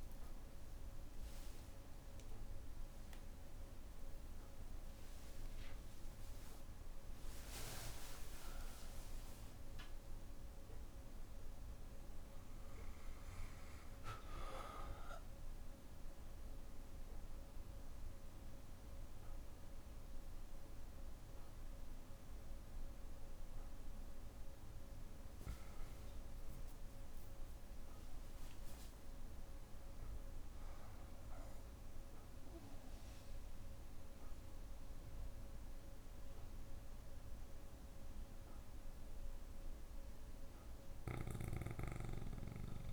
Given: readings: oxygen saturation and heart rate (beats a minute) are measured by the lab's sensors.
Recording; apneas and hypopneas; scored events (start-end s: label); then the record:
a person awake in a sleep study, by a room microphone; none
0.00-10.00 s: oxygen desaturation (device-marked, oxygen 92% lowest, heart rate 57 extreme)
5.00-7.00 s: long interval between heartbeats (device-marked, heart rate 71 before, 72 extreme)
8.00-10.00 s: long interval between heartbeats (device-marked, heart rate 72 before, 90 extreme)
18.00-22.00 s: bradycardia (device-marked, heart rate 65 before, 59 extreme)
25.50-27.50 s: long interval between heartbeats (device-marked, heart rate 70 before, 68 extreme)
34.00-42.00 s: bradycardia (device-marked, heart rate 65 before, 58 extreme)
35.00-42.92 s: new sleep stage, N2 (light sleep)
From the record:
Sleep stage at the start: awake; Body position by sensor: on the back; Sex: male